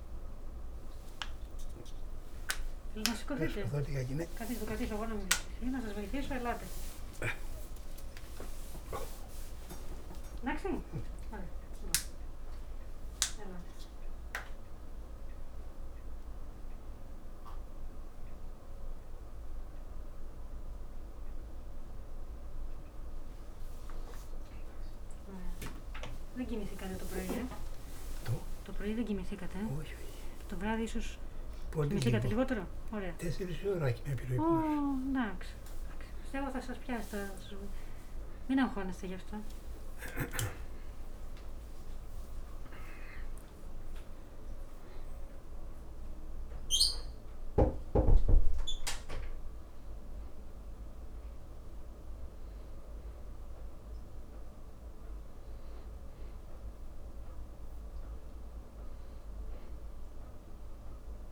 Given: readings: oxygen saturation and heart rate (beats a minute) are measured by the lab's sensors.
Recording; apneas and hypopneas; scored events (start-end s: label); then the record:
a person awake in a sleep study, by a room microphone; none
15.50-22.50 s: oxygen desaturation (device-marked, oxygen 95% before, 92% lowest, heart rate 161 before, 40 extreme)
From the record:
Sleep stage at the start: awake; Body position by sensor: on the back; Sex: male